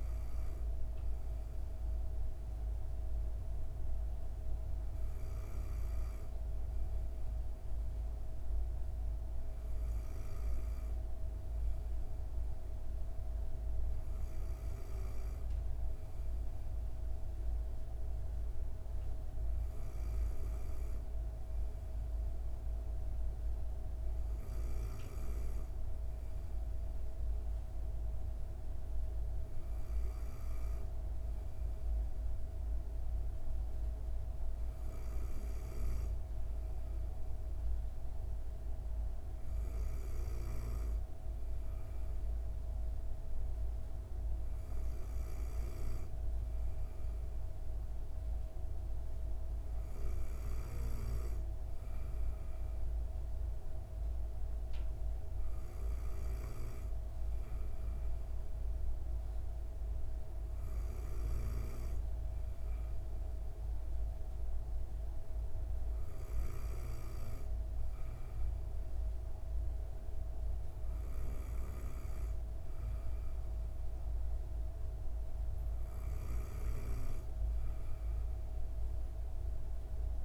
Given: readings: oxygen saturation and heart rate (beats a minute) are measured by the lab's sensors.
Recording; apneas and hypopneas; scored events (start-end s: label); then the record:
breathing in sleep, hard to hear, by a room microphone; none
none scored
From the record:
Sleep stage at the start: N2 (light sleep); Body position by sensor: on the back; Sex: female